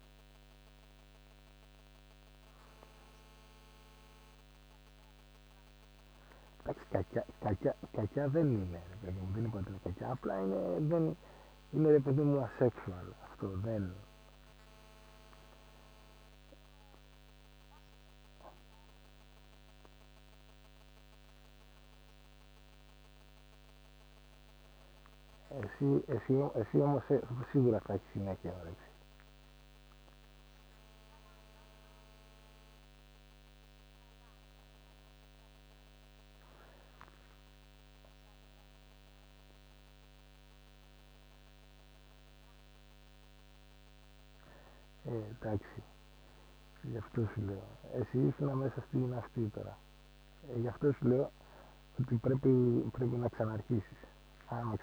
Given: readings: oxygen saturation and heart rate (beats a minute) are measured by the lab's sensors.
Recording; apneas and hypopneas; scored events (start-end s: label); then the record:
a person partly awake in a sleep study, by a microphone on the trachea; none
8.00-12.00 s: snoring (device-marked)
20.50-54.83 s: new sleep stage, N2 (light sleep)
From the record:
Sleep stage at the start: awake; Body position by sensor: on the back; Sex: male